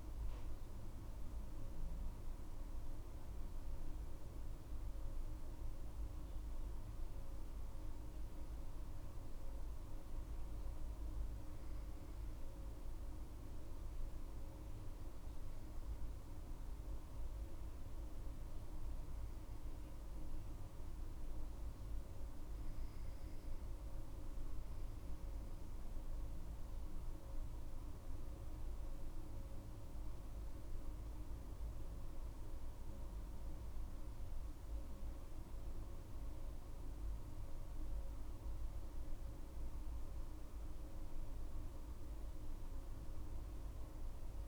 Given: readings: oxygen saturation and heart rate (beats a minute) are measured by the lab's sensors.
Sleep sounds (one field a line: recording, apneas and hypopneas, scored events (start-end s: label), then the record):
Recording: breathing in sleep, hard to hear, by a room microphone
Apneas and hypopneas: none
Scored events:
9.00-44.47 s: new sleep stage, N2 (light sleep)
26.50-30.50 s: arousal
From the record:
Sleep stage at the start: N1 (lightest sleep)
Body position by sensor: on the back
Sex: female